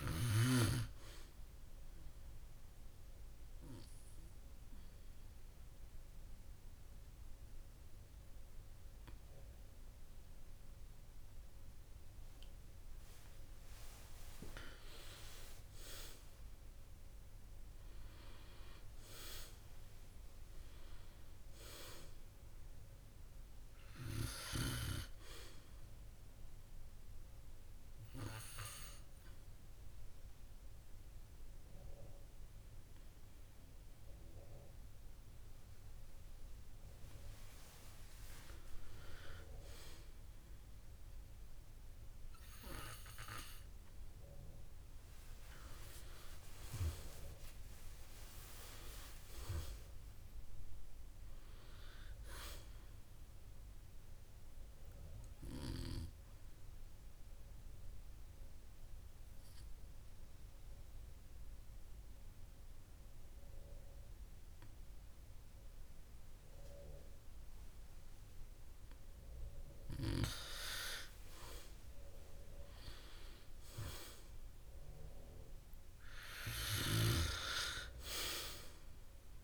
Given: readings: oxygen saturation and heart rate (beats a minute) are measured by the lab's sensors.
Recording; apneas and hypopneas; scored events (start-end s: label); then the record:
breathing in sleep by a room microphone; 3
2.50-15.00 s: obstructive apnea (oxygen 97% before, 96% lowest, heart rate 128 before, 64 extreme)
16.50-21.00 s: arousal
27.00-38.00 s: obstructive apnea (oxygen 97% before, 96% lowest, heart rate 138 before, 64 extreme)
39.50-43.00 s: arousal
57.00-71.00 s: obstructive apnea (oxygen 97% before, 95% lowest, heart rate 113 before, 85 extreme, up 41 after)
73.50-77.00 s: arousal
From the record:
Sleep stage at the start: N2 (light sleep); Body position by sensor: on the back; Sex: male